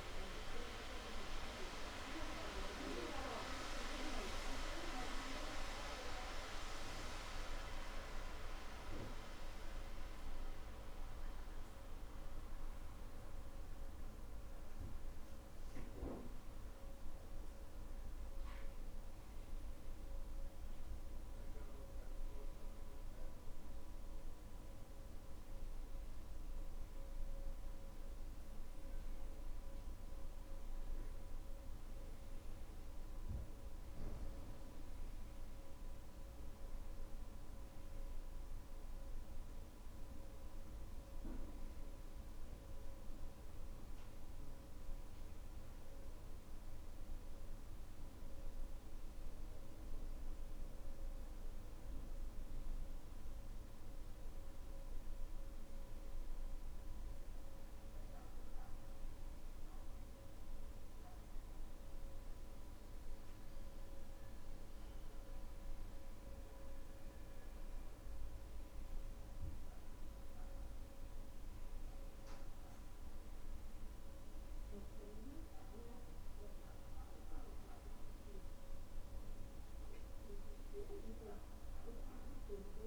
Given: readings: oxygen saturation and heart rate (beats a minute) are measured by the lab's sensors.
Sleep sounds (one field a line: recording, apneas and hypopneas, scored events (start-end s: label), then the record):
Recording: breathing in sleep by a room microphone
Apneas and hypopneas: none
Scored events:
none scored
From the record:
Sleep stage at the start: N2 (light sleep)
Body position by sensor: on the back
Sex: male